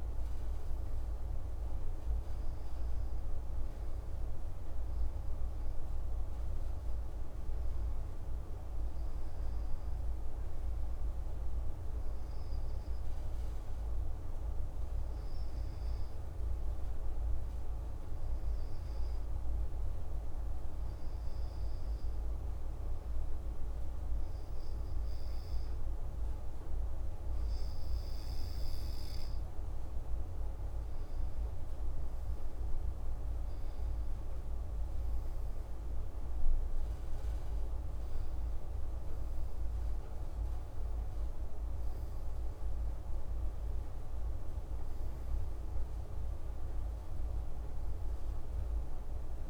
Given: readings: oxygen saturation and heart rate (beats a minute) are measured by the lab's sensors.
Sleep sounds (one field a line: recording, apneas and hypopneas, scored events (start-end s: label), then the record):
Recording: breathing in sleep, hard to hear, by a room microphone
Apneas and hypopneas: 1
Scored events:
13.00-29.00 s: obstructive apnea (oxygen 96% before, 92% lowest)
31.50-36.00 s: arousal
42.50-49.50 s: oxygen desaturation (device-marked, oxygen 96% before, 92% lowest)
From the record:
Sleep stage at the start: N2 (light sleep)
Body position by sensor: on the back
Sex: male